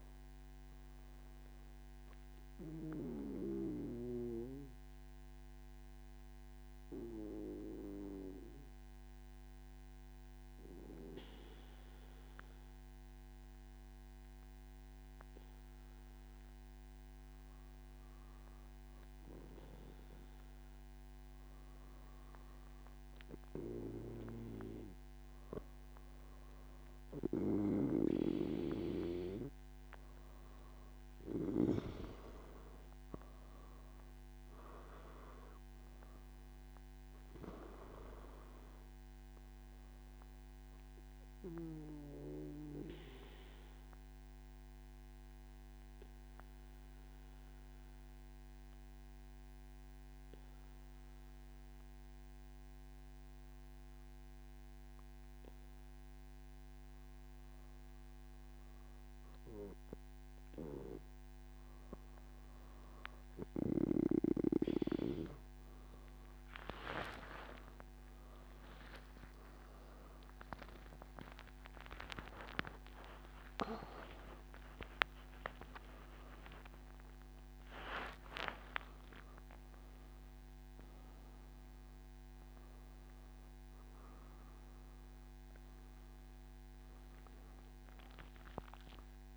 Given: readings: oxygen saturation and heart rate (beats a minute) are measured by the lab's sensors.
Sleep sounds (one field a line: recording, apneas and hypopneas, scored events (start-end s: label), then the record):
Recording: breathing in sleep by a microphone on the trachea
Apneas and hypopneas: 2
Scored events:
3.00-21.00 s: obstructive apnea (oxygen 96% before, 92% lowest, heart rate 114 before, 84 extreme, up 3 after)
42.00-60.00 s: obstructive apnea (oxygen 96% before, 92% lowest, heart rate 109 before, 79 extreme, up 6 after)
49.50-60.50 s: oxygen desaturation (device-marked, oxygen 95% before, 92% lowest, heart rate 108 before, 79 extreme)
70.50-89.37 s: new sleep stage, N2 (light sleep)
74.50-83.50 s: oxygen desaturation (device-marked, oxygen 96% before, 93% lowest, heart rate 119 before, 71 extreme)
From the record:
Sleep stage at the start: N1 (lightest sleep)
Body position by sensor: on the back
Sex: male